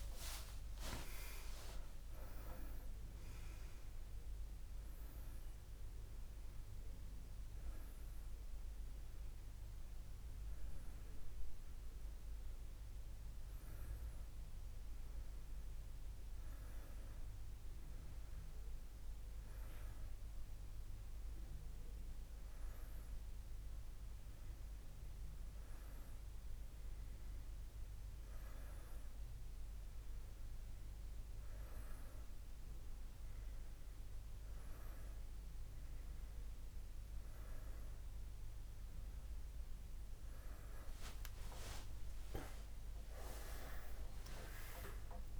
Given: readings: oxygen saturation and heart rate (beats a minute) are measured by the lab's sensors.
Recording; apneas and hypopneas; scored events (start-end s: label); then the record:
a person awake in a sleep study, by a room microphone; none
none scored
From the record:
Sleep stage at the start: awake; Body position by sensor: on the back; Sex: male